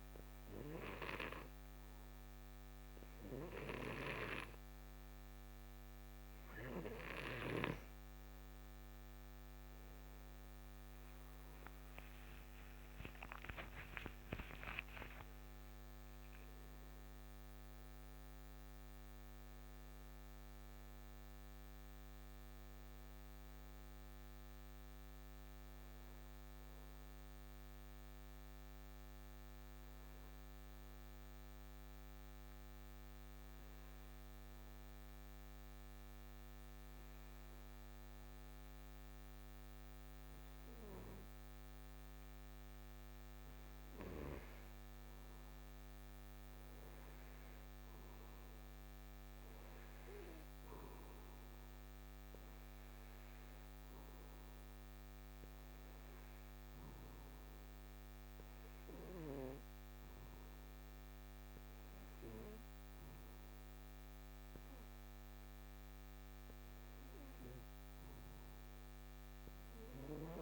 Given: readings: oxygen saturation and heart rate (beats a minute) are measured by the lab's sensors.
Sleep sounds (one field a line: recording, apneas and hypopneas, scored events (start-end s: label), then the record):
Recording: breathing in sleep by a microphone on the trachea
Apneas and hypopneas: 1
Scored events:
11.00-16.00 s: arousal
29.50-43.00 s: hypopnea (oxygen 92% before, 91% lowest, heart rate 72 before, 62 extreme, up 5 after)
45.50-50.00 s: arousal
50.00-65.00 s: oxygen desaturation (device-marked, oxygen 95% before, 91% lowest, heart rate 63 before, 63 extreme)
From the record:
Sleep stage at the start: N2 (light sleep)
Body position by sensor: on the right side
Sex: male